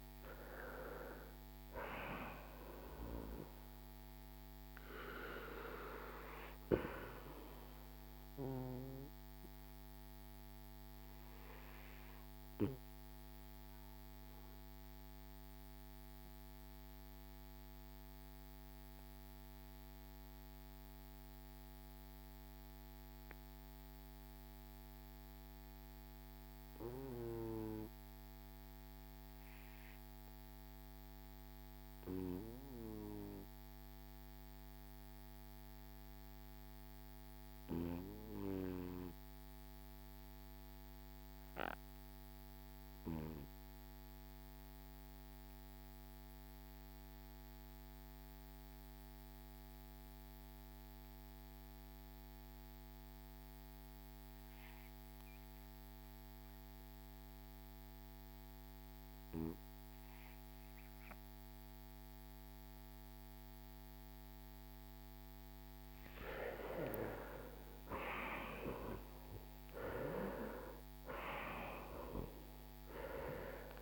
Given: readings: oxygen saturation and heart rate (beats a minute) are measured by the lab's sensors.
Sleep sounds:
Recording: breathing in sleep by a microphone on the trachea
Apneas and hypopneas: 1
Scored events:
0.00-33.50 s: oxygen desaturation (device-marked, oxygen 80% lowest, heart rate 47 extreme)
9.00-65.50 s: obstructive apnea (oxygen 97% before, 76% lowest, heart rate 58 before, 47 extreme, up 11 after)
48.50-73.81 s: oxygen desaturation (device-marked, oxygen 97% before, 76% lowest, heart rate 55 before, 47 extreme)
67.50-71.00 s: arousal
From the record:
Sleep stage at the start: N2 (light sleep)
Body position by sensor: on the back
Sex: male

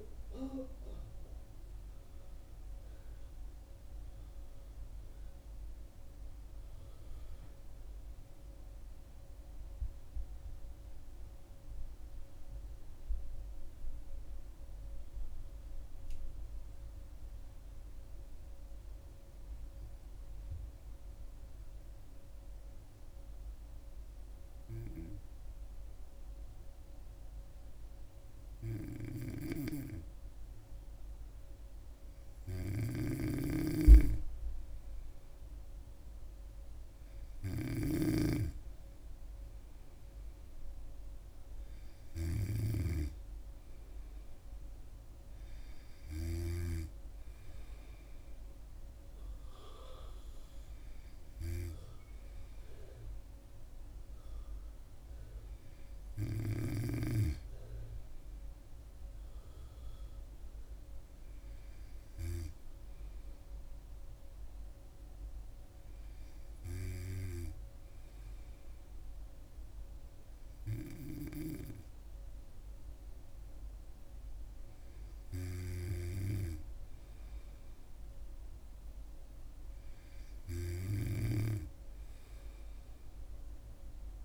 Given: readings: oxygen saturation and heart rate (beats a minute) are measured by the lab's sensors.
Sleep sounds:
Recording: breathing in sleep by a room microphone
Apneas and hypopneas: 1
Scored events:
0.00-1.00 s: oxygen desaturation (device-marked, oxygen 93% lowest, heart rate 65 extreme)
19.50-33.50 s: hypopnea (oxygen 99% before, 96% lowest, heart rate 68 before, 66 extreme, up 3 after)
32.50-38.00 s: snoring (device-marked)
36.00-39.50 s: arousal
From the record:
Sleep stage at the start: N2 (light sleep)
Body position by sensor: on the back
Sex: female

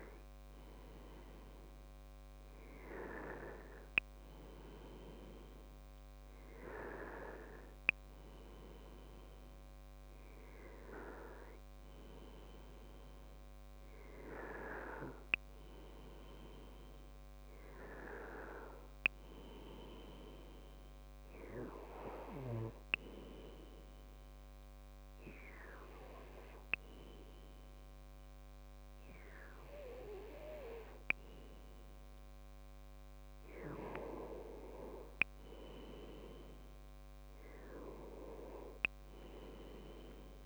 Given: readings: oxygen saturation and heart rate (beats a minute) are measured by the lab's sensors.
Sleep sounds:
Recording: breathing in sleep by a microphone on the trachea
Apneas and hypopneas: 1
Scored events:
0.00-1.00 s: arousal
24.00-34.50 s: hypopnea (oxygen 96% before, 95% lowest, heart rate 71 before, 63 extreme, up 6 after)
26.50-40.46 s: new sleep stage, N2 (light sleep)
36.00-39.50 s: arousal
From the record:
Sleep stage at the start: N1 (lightest sleep)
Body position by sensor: on the back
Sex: male

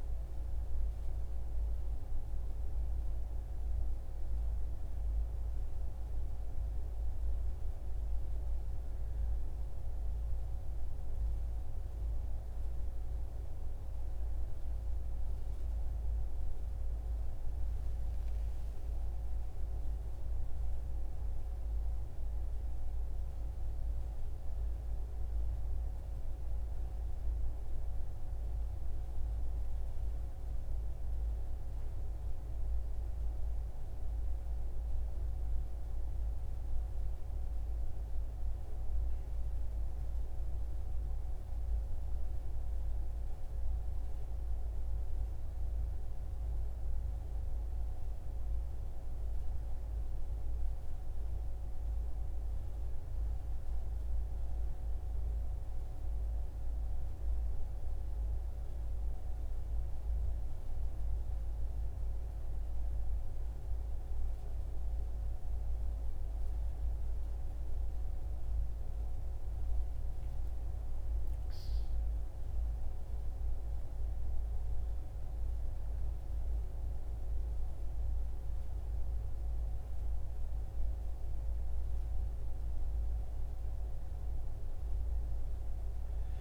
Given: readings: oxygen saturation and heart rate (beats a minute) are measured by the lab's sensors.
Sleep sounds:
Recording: breathing in sleep, hard to hear, by a room microphone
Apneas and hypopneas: none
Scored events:
5.00-86.41 s: new sleep stage, N1 (lightest sleep)
From the record:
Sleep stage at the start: N2 (light sleep)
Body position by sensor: on the right side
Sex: male

